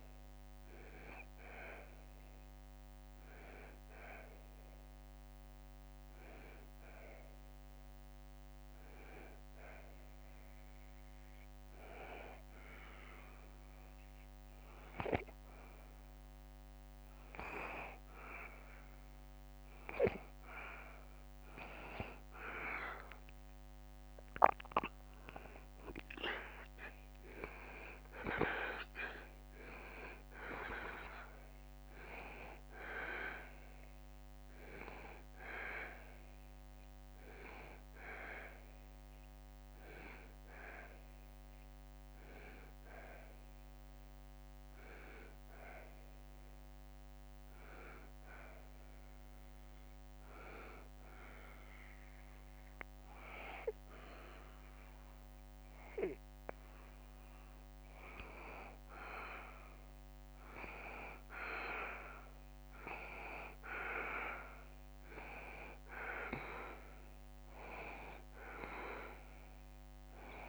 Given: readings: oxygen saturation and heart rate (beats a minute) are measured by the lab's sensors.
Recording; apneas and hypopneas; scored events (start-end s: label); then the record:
breathing in sleep by a microphone on the trachea; 2
0.00-9.00 s: oxygen desaturation (device-marked, oxygen 90% lowest, heart rate 72 extreme)
0.50-21.00 s: obstructive apnea (oxygen 95% before, 90% lowest, heart rate 74 before, 72 extreme, up 4 after)
24.50-28.50 s: arousal
27.00-40.00 s: oxygen desaturation (device-marked, oxygen 94% before, 90% lowest, heart rate 73 before, 71 extreme)
44.00-58.50 s: obstructive apnea (oxygen 94% before, 89% lowest, heart rate 76 before, 71 extreme, up 2 after)
60.50-65.00 s: arousal
67.00-70.49 s: oxygen desaturation (device-marked, oxygen 94% before, 90% lowest, heart rate 73 before, 71 extreme)
From the record:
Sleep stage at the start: N2 (light sleep); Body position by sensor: on the back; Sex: male